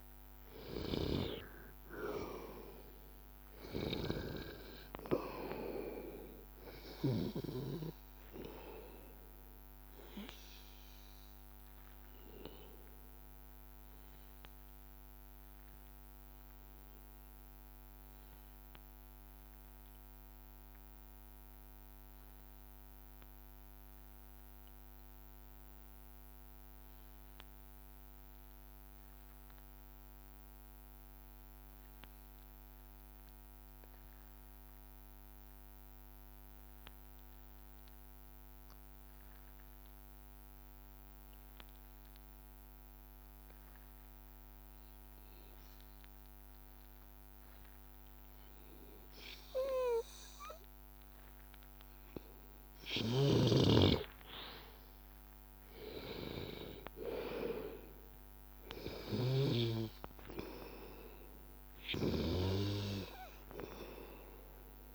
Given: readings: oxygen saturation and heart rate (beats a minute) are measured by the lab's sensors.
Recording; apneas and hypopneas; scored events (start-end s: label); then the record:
breathing in sleep by a microphone on the trachea; 1
0.00-23.00 s: oxygen desaturation (device-marked, oxygen 91% lowest, heart rate 81 extreme)
14.00-52.00 s: obstructive apnea (oxygen 96% before, 91% lowest, heart rate 84 before, 81 extreme, up 5 after)
38.00-64.95 s: oxygen desaturation (device-marked, oxygen 99% before, 91% lowest, heart rate 82 before, 81 extreme)
54.00-57.50 s: arousal
From the record:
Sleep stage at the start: N2 (light sleep); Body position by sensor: on the back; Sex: male